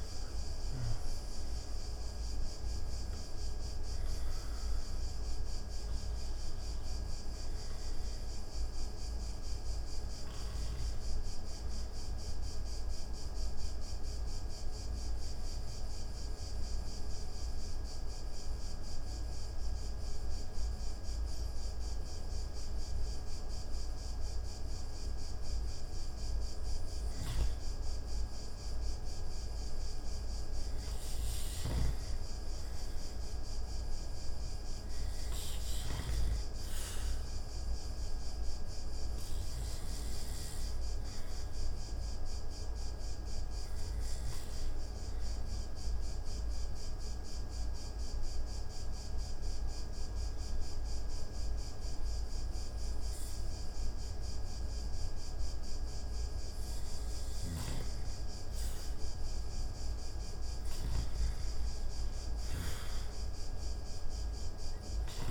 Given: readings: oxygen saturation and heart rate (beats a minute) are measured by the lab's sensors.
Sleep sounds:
breathing in sleep, hard to hear, by a room microphone; 2
0.00-1.50 s: arousal
7.00-31.00 s: oxygen desaturation (device-marked, oxygen 98% before, 89% lowest)
9.50-25.50 s: obstructive apnea (oxygen 98% before, 89% lowest)
28.00-31.00 s: arousal
40.50-54.50 s: obstructive apnea (oxygen 98% before, 90% lowest)
42.00-61.00 s: oxygen desaturation (device-marked, oxygen 98% before, 92% lowest)
57.00-60.00 s: arousal
From the record:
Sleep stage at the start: N2 (light sleep); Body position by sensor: on the back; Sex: male

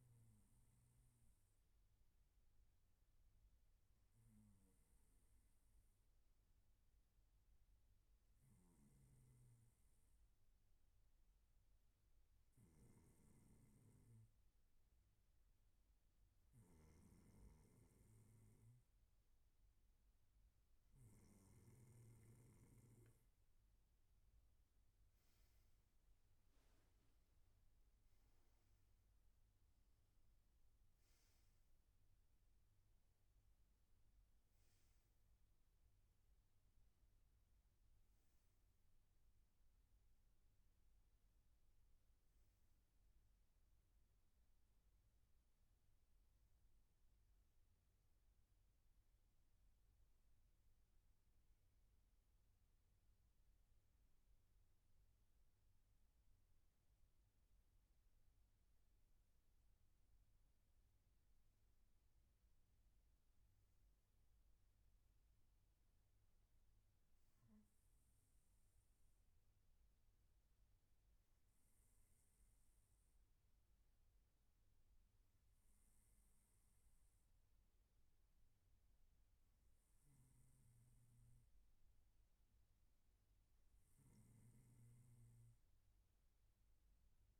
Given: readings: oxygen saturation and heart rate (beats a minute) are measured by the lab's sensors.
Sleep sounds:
breathing in sleep, hard to hear, by a room microphone; none
none scored
From the record:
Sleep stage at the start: N1 (lightest sleep); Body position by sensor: on the right side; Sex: male

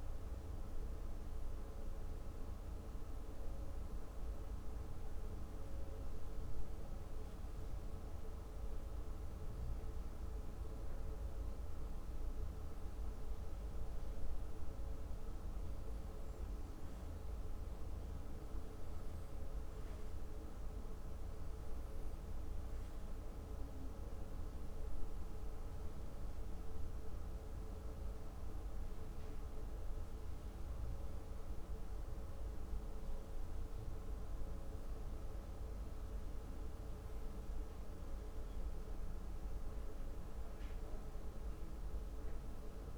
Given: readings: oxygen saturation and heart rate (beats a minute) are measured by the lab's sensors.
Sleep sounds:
breathing in sleep, hard to hear, by a room microphone; none
none scored
From the record:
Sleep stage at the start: N2 (light sleep); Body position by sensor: on the left side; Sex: male

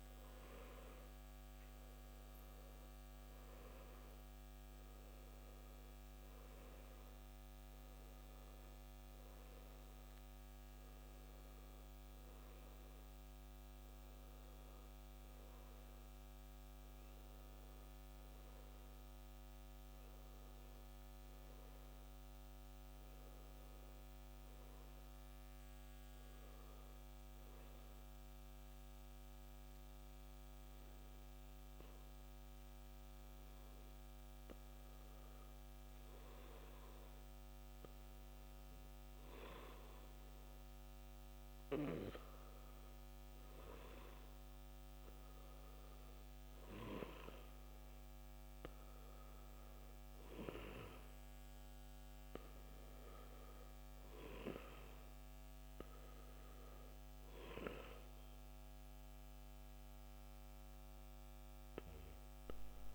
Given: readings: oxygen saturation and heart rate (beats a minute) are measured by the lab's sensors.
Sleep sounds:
breathing in sleep by a microphone on the trachea; 1
0.00-2.50 s: arousal
20.00-38.00 s: oxygen desaturation (device-marked, oxygen 96% before, 92% lowest, heart rate 61 before, 51 extreme)
21.50-40.00 s: hypopnea (oxygen 98% before, 91% lowest, heart rate 61 before, 51 extreme, up 5 after)
43.00-47.00 s: arousal
59.00-62.95 s: oxygen desaturation (device-marked, oxygen 96% before, 91% lowest, heart rate 54 before, 49 extreme)
From the record:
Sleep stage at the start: N2 (light sleep); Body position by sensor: on the back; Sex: male

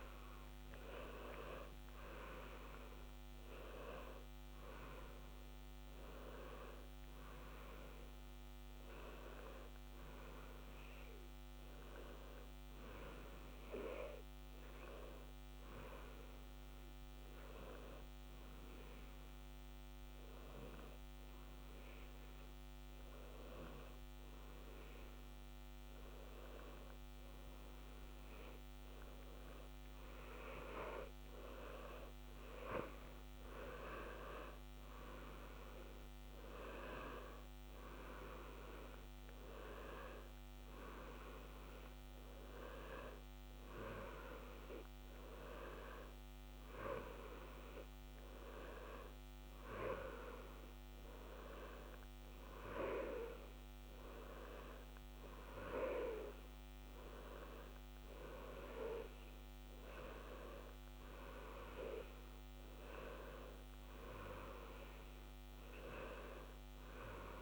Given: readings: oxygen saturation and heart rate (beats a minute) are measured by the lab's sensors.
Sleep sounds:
breathing in sleep by a microphone on the trachea; 1
1.00-6.50 s: arousal
16.00-28.50 s: hypopnea (oxygen 94% before, 93% lowest, heart rate 59 before, 60 extreme, up 0 after)
27.00-67.42 s: new sleep stage, N2 (light sleep)
31.00-35.50 s: arousal
From the record:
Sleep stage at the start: N1 (lightest sleep); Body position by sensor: on the left side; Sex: male

